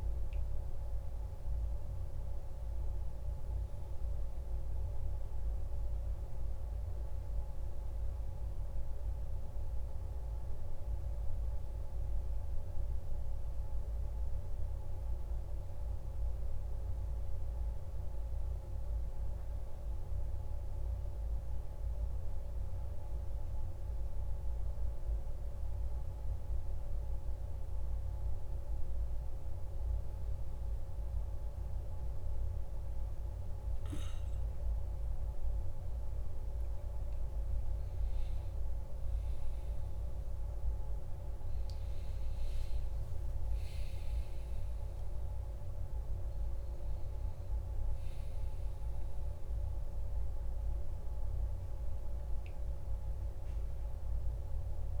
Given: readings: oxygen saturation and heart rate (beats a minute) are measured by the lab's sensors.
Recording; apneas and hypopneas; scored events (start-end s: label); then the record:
a person partly awake in a sleep study, hard to hear, by a room microphone; none
6.50-55.00 s: new sleep stage, N2 (light sleep)
42.50-47.00 s: arousal
From the record:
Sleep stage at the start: awake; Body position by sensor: on the back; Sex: male